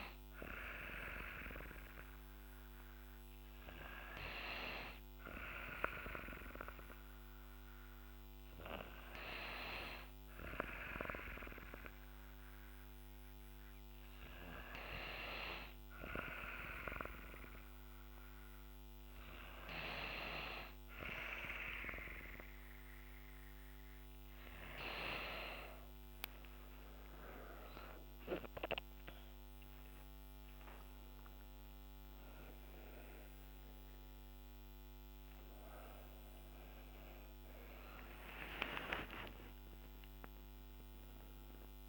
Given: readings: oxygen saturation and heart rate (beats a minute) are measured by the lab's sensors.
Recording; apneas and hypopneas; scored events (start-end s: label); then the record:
a person awake in a sleep study, by a microphone on the trachea; none
20.00-41.89 s: new sleep stage, awake
From the record:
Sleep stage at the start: N2 (light sleep); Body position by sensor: on the back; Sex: female